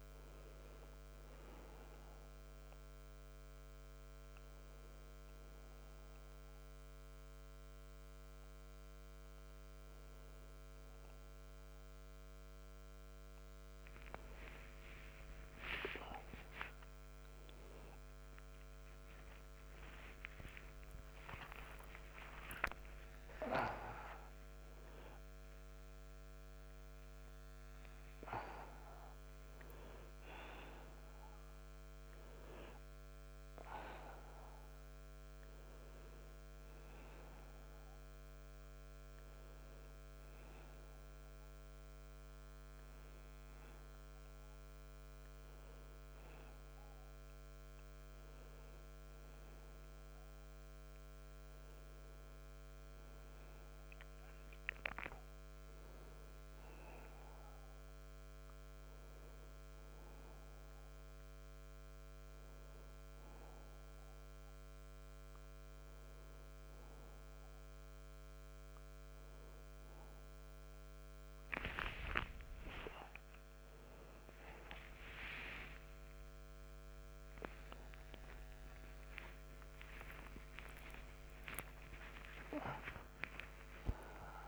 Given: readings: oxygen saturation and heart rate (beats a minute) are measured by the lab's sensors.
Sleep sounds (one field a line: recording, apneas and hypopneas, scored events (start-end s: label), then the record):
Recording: a person awake in a sleep study, by a microphone on the trachea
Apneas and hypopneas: none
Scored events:
6.00-84.48 s: new sleep stage, awake
From the record:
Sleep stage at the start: N2 (light sleep)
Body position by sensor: on the back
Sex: male